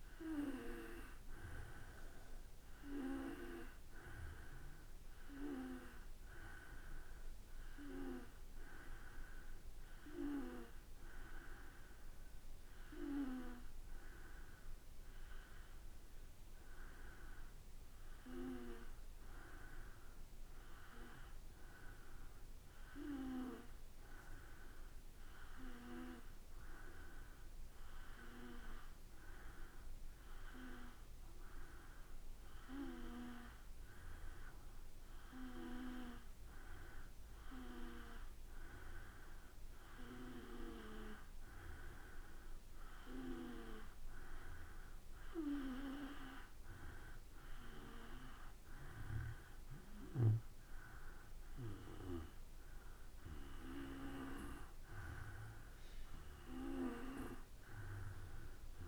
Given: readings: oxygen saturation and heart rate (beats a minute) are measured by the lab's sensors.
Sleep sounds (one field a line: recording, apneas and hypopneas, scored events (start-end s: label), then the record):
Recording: breathing in sleep by a room microphone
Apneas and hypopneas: 1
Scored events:
0.00-13.00 s: oxygen desaturation (device-marked, oxygen 90% lowest, heart rate 54 extreme)
12.00-47.00 s: hypopnea (oxygen 96% before, 92% lowest, heart rate 58 before, 54 extreme, up 3 after)
51.00-55.50 s: arousal
From the record:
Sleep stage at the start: N2 (light sleep)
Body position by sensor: on the back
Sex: male